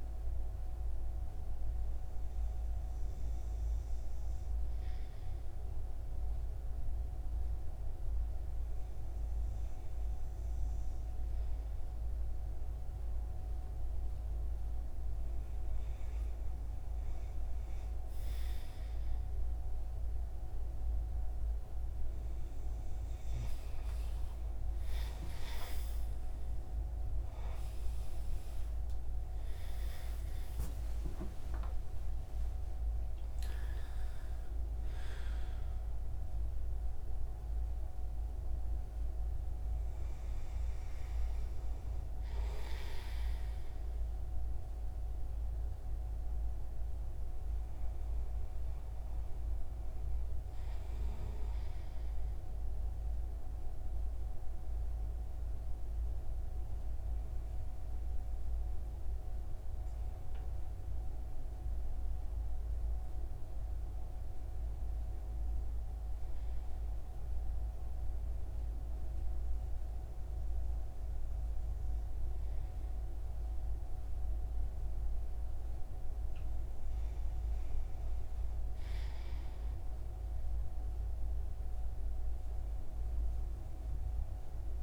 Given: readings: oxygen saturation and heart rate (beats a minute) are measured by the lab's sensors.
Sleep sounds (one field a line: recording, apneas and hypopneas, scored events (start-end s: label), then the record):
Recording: breathing in sleep, hard to hear, by a room microphone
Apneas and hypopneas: 1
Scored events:
27.00-32.00 s: arousal
52.50-72.50 s: hypopnea (oxygen 96% before, 94% lowest)
75.00-79.50 s: arousal
From the record:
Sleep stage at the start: N2 (light sleep)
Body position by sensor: on the right side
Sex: male